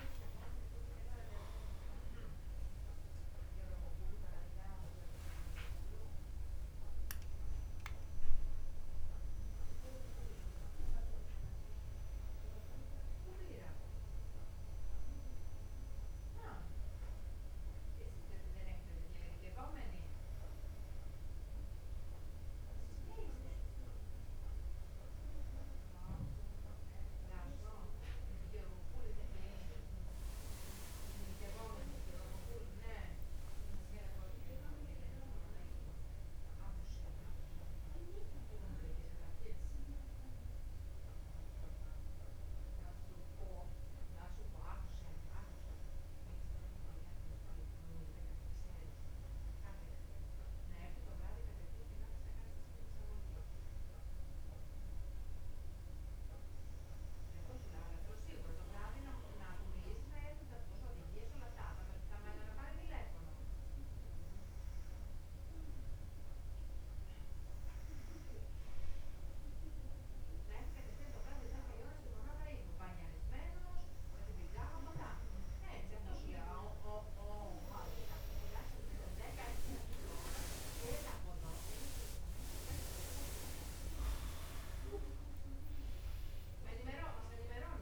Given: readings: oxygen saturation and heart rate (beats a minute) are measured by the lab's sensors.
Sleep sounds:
a person awake in a sleep study, by a room microphone; 1
47.00-87.82 s: new sleep stage, N1 (lightest sleep)
62.00-73.50 s: hypopnea (oxygen 98% before, 95% lowest, heart rate 62 before, 61 extreme, up 2 after)
79.00-87.82 s: drop in pulse transit time (device-marked, heart rate 62 before, 62 extreme)
80.00-86.00 s: arousal
From the record:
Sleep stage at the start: awake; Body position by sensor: on the back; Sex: female

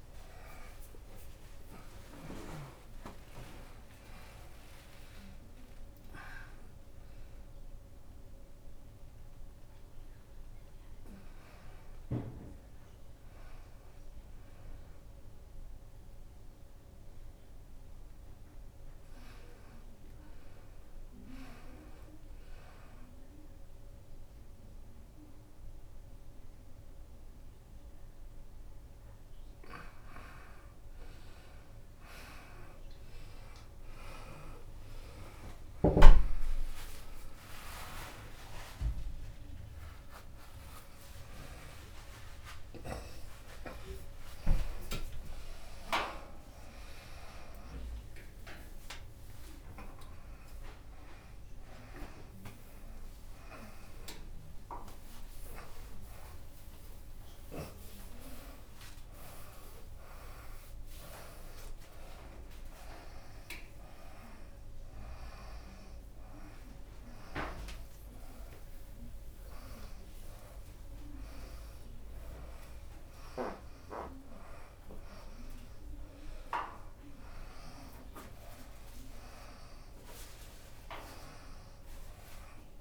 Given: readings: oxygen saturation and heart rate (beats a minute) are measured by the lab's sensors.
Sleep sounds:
a person awake in a sleep study, by a room microphone; none
0.00-7.50 s: drop in pulse transit time (device-marked)
1.50-3.50 s: long interval between heartbeats (device-marked, heart rate 67 before, 52 extreme)
4.00-6.00 s: long interval between heartbeats (device-marked, heart rate 65 before, 68 extreme)
6.50-8.50 s: long interval between heartbeats (device-marked, heart rate 68 before, 120 extreme)
9.50-11.50 s: long interval between heartbeats (device-marked, heart rate 76 before, 88 extreme)
12.50-14.50 s: long interval between heartbeats (device-marked, heart rate 81 before, 86 extreme)
15.00-17.00 s: long interval between heartbeats (device-marked, heart rate 84 before, 90 extreme)
21.00-23.00 s: long interval between heartbeats (device-marked, heart rate 94 before, 67 extreme)
28.00-30.00 s: long interval between heartbeats (device-marked, heart rate 90 before, 110 extreme)
31.50-33.50 s: long interval between heartbeats (device-marked, heart rate 91 before, 110 extreme)
35.50-37.50 s: long interval between heartbeats (device-marked, heart rate 94 before, 77 extreme)
37.50-39.50 s: long interval between heartbeats (device-marked, heart rate 95 before, 83 extreme)
39.50-41.50 s: long interval between heartbeats (device-marked, heart rate 97 before, 124 extreme)
45.50-47.50 s: long interval between heartbeats (device-marked, heart rate 111 before, 126 extreme)
52.00-54.00 s: long interval between heartbeats (device-marked, heart rate 119 before, 139 extreme)
55.00-57.00 s: long interval between heartbeats (device-marked, heart rate 123 before, 135 extreme)
62.50-64.50 s: long interval between heartbeats (device-marked, heart rate 144 before, 137 extreme)
66.50-71.50 s: drop in pulse transit time (device-marked, heart rate 144 before, 90 extreme)
68.00-70.00 s: long interval between heartbeats (device-marked, heart rate 142 before, 90 extreme)
71.00-73.00 s: long interval between heartbeats (device-marked, heart rate 136 before, 135 extreme)
73.50-75.50 s: long interval between heartbeats (device-marked, heart rate 137 before, 157 extreme)
77.00-79.00 s: long interval between heartbeats (device-marked, heart rate 141 before, 150 extreme)
77.50-82.81 s: drop in pulse transit time (device-marked, heart rate 140 before, 93 extreme)
80.50-82.50 s: long interval between heartbeats (device-marked, heart rate 138 before, 99 extreme)
From the record:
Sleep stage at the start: awake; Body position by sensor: upright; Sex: female

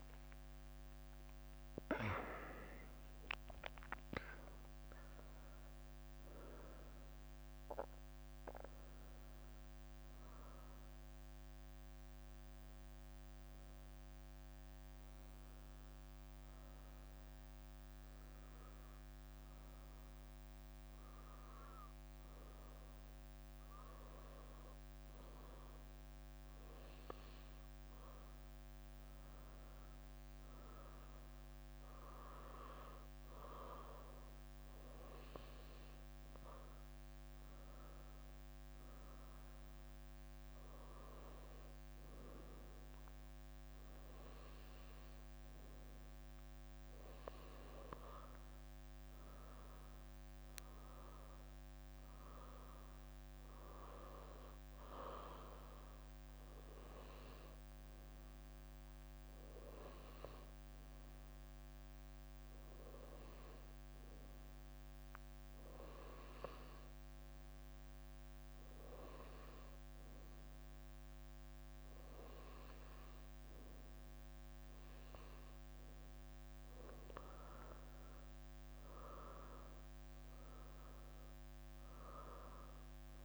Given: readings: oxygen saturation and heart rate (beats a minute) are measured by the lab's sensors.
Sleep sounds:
breathing in sleep by a microphone on the trachea; 1
0.00-1.00 s: long interval between heartbeats (device-marked, heart rate 163 extreme)
0.00-1.00 s: tachycardia (device-marked, heart rate 163 extreme)
0.00-3.00 s: leg movement (device-marked)
4.50-7.50 s: leg movement (device-marked)
8.00-19.00 s: hypopnea (oxygen 99% before, 94% lowest, heart rate 103 before, 69 extreme)
8.50-11.00 s: leg movement (device-marked)
12.00-14.50 s: leg movement (device-marked)
15.00-16.50 s: leg movement (device-marked)
20.00-27.00 s: leg movement (device-marked)
21.00-24.50 s: arousal
29.00-39.50 s: leg movement (device-marked)
47.50-49.50 s: leg movement (device-marked)
50.50-52.50 s: leg movement (device-marked)
53.50-55.00 s: leg movement (device-marked)
56.50-58.00 s: leg movement (device-marked)
78.00-83.00 s: arousal
From the record:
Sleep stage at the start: N2 (light sleep); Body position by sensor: on the right side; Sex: female

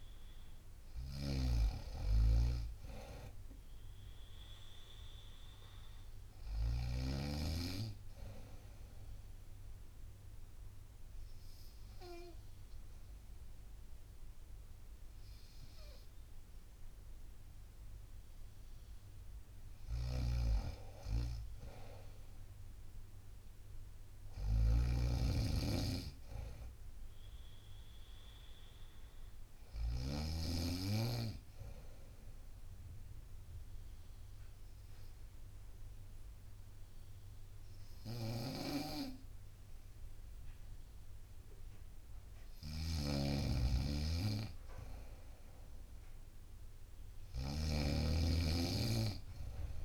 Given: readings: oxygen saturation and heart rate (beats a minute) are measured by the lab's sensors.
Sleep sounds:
breathing in sleep by a room microphone; 2
0.00-1.00 s: arousal
0.00-7.00 s: snoring (device-marked)
8.00-19.00 s: obstructive apnea (oxygen 96% before, 94% lowest, heart rate 65 before, 61 extreme, up 4 after)
19.50-30.00 s: snoring (device-marked)
20.50-24.00 s: arousal
31.50-43.00 s: hypopnea (oxygen 96% before, 92% lowest, heart rate 63 before, 62 extreme, up 1 after)
38.00-49.85 s: snoring (device-marked)
46.50-49.50 s: arousal
From the record:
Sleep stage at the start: N2 (light sleep); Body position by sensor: on the right side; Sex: female

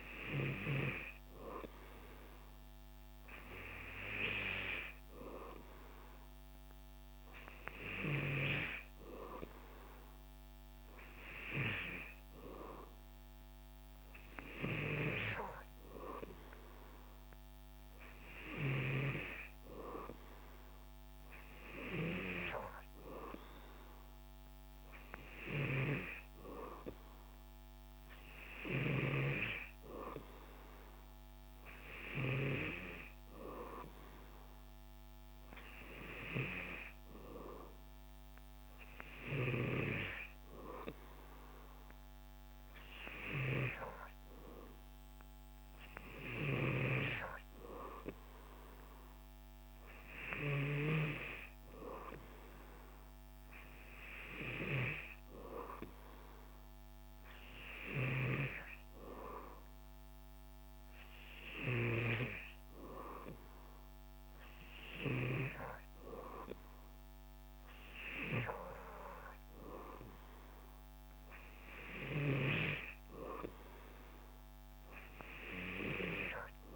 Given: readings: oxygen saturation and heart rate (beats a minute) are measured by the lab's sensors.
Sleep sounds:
breathing in sleep by a microphone on the trachea; none
none scored
From the record:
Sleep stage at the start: N3 (deep sleep); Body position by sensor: on the back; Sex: male

